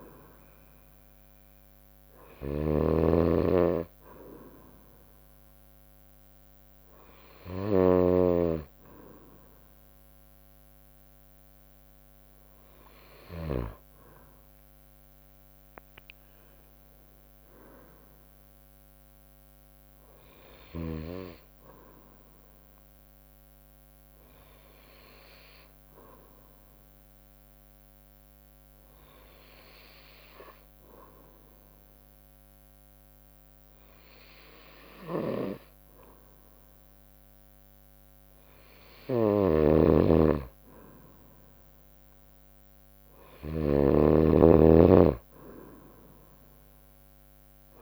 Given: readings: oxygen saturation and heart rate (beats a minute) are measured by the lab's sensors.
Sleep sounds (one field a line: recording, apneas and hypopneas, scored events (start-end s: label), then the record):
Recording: breathing in sleep by a microphone on the trachea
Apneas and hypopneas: 1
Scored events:
0.00-13.50 s: snoring (device-marked)
0.00-14.50 s: oxygen desaturation (device-marked, oxygen 94% lowest, heart rate 57 extreme)
3.50-7.50 s: bradycardia (device-marked, heart rate 63 before, 59 extreme)
17.50-21.00 s: arousal
20.50-27.50 s: bradycardia (device-marked, heart rate 63 before, 57 extreme)
23.00-38.50 s: obstructive apnea (oxygen 98% before, 94% lowest, heart rate 62 before, 57 extreme, up 3 after)
39.00-47.82 s: snoring (device-marked)
41.50-45.00 s: arousal
From the record:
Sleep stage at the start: N2 (light sleep)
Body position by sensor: on the right side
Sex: female